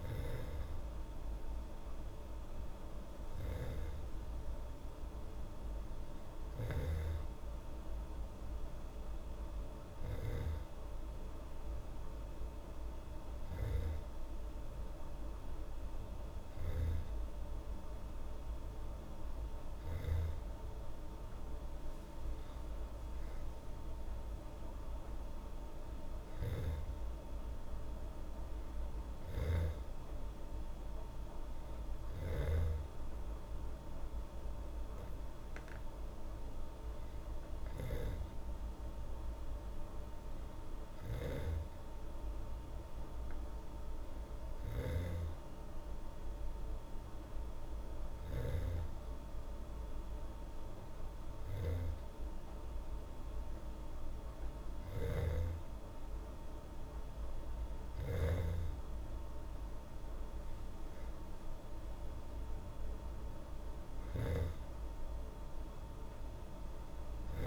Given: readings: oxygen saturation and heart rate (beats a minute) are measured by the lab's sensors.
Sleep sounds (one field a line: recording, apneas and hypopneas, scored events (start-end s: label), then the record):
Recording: breathing in sleep by a room microphone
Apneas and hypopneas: none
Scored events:
29.00-32.50 s: snoring (device-marked)
From the record:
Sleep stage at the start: N2 (light sleep)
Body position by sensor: on the back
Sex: female